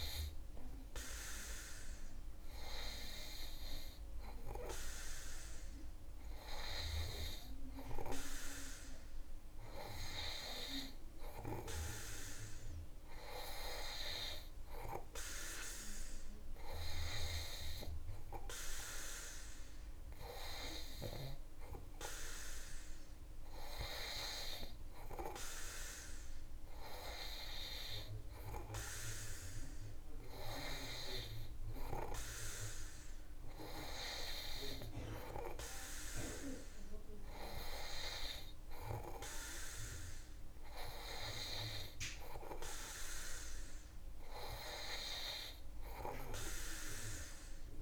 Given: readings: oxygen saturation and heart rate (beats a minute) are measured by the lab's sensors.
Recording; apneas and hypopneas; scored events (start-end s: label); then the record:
breathing in sleep by a room microphone; none
none scored
From the record:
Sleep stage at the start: N2 (light sleep); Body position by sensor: on the back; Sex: male